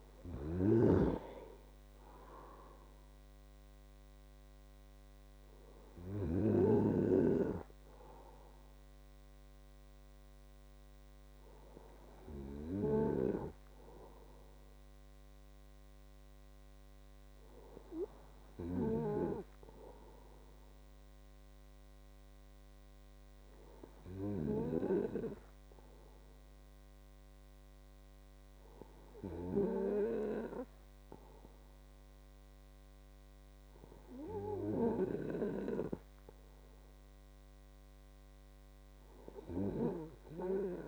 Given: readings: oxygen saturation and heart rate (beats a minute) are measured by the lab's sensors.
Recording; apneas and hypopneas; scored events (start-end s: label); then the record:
breathing in sleep by a microphone on the trachea; none
0.00-7.50 s: snoring (device-marked)
From the record:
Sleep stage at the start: N2 (light sleep); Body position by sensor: on the right side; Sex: male